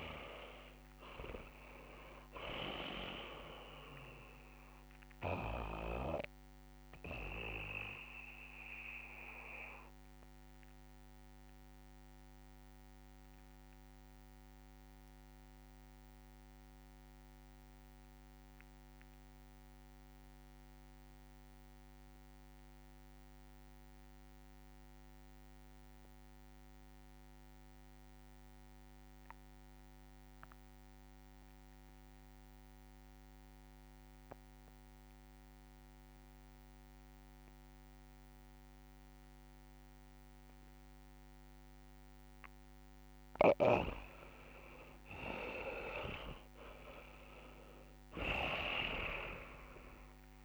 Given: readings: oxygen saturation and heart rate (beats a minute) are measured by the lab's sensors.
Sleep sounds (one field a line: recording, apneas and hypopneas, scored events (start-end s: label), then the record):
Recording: breathing in sleep by a microphone on the trachea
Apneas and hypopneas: 1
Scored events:
0.00-24.00 s: oxygen desaturation (device-marked, oxygen 74% lowest, heart rate 63 extreme)
7.50-44.00 s: obstructive apnea (oxygen 96% before, 74% lowest, heart rate 67 before, 55 extreme, up 5 after)
23.00-50.45 s: new sleep stage, N2 (light sleep)
40.00-50.45 s: oxygen desaturation (device-marked, oxygen 98% before, 79% lowest, heart rate 67 before, 54 extreme)
43.50-48.50 s: snoring (device-marked)
44.50-46.50 s: long interval between heartbeats (device-marked, heart rate 68 before, 73 extreme)
46.00-49.50 s: arousal
46.50-48.50 s: long interval between heartbeats (device-marked, heart rate 68 before, 65 extreme)
From the record:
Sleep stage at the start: REM sleep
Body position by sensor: on the back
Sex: male